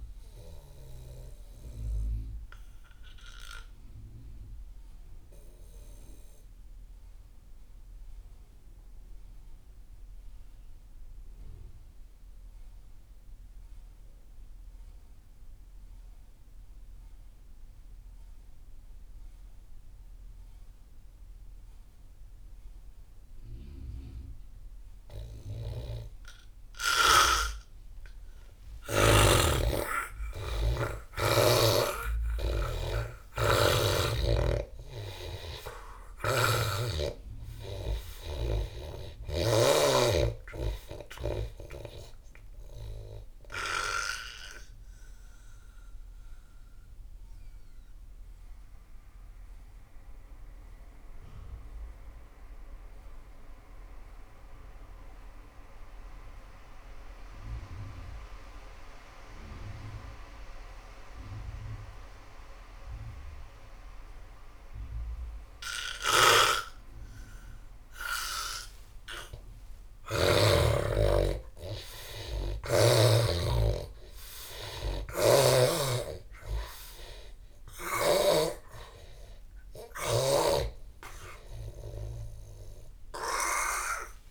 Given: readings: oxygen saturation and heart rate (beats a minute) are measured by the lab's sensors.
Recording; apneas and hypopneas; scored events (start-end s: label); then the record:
breathing in sleep by a room microphone; 2
0.00-12.50 s: oxygen desaturation (device-marked, oxygen 84% lowest)
1.00-27.50 s: obstructive apnea (oxygen 98% before, 82% lowest)
26.50-55.50 s: oxygen desaturation (device-marked, oxygen 98% before, 83% lowest)
28.50-32.50 s: arousal
36.00-39.50 s: snoring (device-marked)
44.50-70.50 s: mixed apnea (oxygen 98% before, 82% lowest)
66.00-70.50 s: snoring (device-marked)
66.50-84.31 s: oxygen desaturation (device-marked, oxygen 98% before, 82% lowest)
73.00-78.00 s: arousal
75.00-78.50 s: snoring (device-marked)
From the record:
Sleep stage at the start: N2 (light sleep); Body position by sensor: on the back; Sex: male